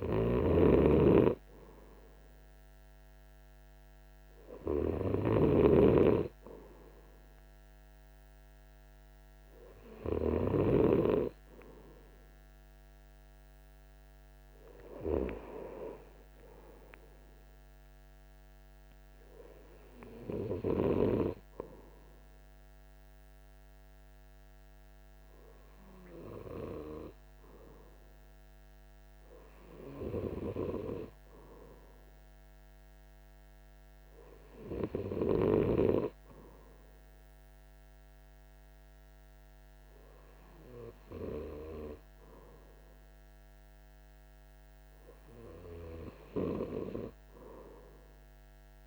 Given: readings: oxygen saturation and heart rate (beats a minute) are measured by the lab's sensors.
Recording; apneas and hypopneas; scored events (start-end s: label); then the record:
breathing in sleep by a microphone on the trachea; none
none scored
From the record:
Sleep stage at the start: N2 (light sleep); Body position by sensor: on the right side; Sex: male